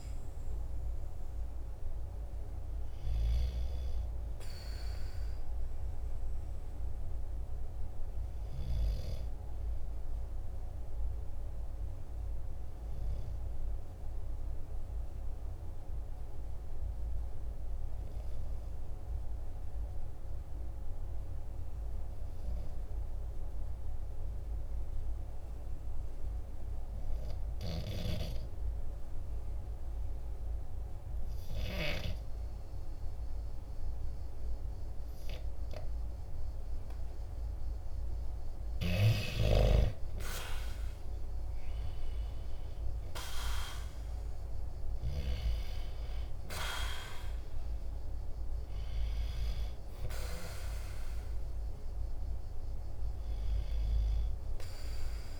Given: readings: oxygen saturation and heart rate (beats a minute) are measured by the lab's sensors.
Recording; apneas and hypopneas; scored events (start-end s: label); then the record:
breathing in sleep by a room microphone; 1
0.00-21.00 s: oxygen desaturation (device-marked, oxygen 92% lowest, heart rate 45 extreme)
9.00-37.50 s: obstructive apnea (oxygen 97% before, 92% lowest, heart rate 46 before, 45 extreme, up 12 after)
39.00-44.00 s: arousal
45.00-55.40 s: oxygen desaturation (device-marked, oxygen 97% before, 92% lowest, heart rate 51 before, 44 extreme)
From the record:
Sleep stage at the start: N2 (light sleep); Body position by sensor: on the right side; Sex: male